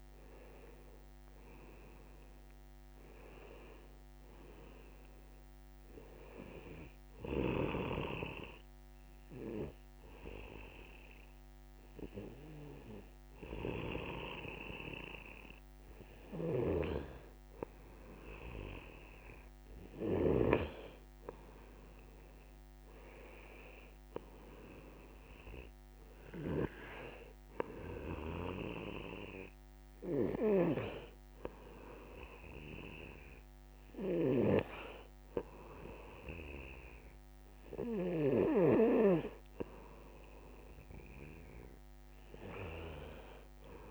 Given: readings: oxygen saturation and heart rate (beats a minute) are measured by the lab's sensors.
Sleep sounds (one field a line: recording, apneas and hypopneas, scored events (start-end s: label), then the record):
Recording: breathing in sleep by a microphone on the trachea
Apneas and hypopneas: 1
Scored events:
0.00-2.00 s: oxygen desaturation (device-marked, oxygen 91% lowest, heart rate 87 extreme)
1.00-3.50 s: arousal
6.00-16.50 s: obstructive apnea (oxygen 94% before, 90% lowest, heart rate 122 before, 87 extreme, up 13 after)
18.50-21.50 s: arousal
27.00-41.00 s: oxygen desaturation (device-marked, oxygen 93% before, 90% lowest, heart rate 122 before, 108 extreme)
From the record:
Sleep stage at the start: N2 (light sleep)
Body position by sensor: on the right side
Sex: male